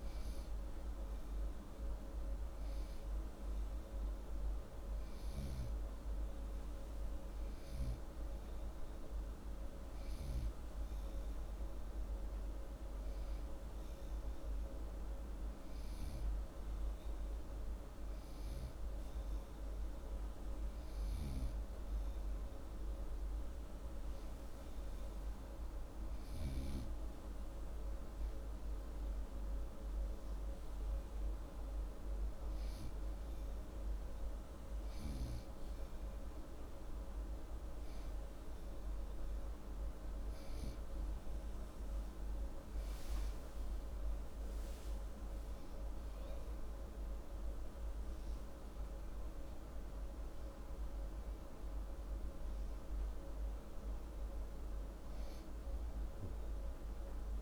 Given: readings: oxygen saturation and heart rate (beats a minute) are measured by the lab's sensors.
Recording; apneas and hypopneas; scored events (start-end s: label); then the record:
breathing in sleep, hard to hear, by a room microphone; none
24.50-57.42 s: new sleep stage, N3 (deep sleep)
From the record:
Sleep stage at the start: N2 (light sleep); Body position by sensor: upright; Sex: male